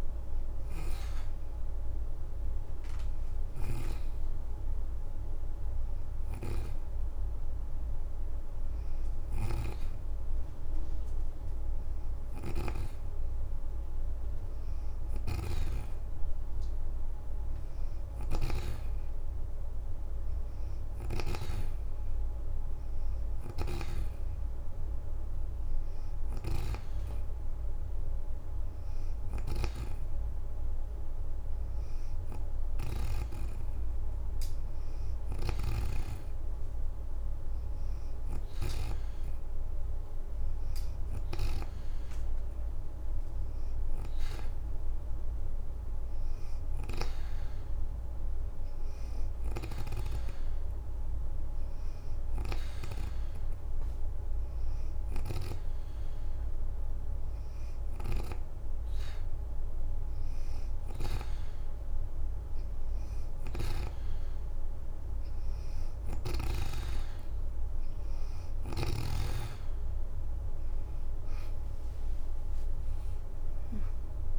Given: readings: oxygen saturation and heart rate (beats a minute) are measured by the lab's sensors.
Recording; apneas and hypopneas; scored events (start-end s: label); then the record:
breathing in sleep by a room microphone; 1
0.00-9.50 s: oxygen desaturation (device-marked, oxygen 86% lowest, heart rate 76 extreme)
0.00-18.50 s: snoring (device-marked)
20.50-33.50 s: oxygen desaturation (device-marked, oxygen 92% before, 87% lowest, heart rate 79 before, 73 extreme)
23.00-33.00 s: snoring (device-marked)
35.00-38.50 s: snoring (device-marked)
45.00-62.00 s: hypopnea (oxygen 92% before, 85% lowest, heart rate 81 before, 67 extreme, up 16 after)
58.00-67.50 s: leg movement (device-marked)
69.50-74.39 s: arousal
70.50-74.39 s: oxygen desaturation (device-marked, oxygen 88% before, 85% lowest, heart rate 76 before, 68 extreme)
From the record:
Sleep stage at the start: N2 (light sleep); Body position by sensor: on the back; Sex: female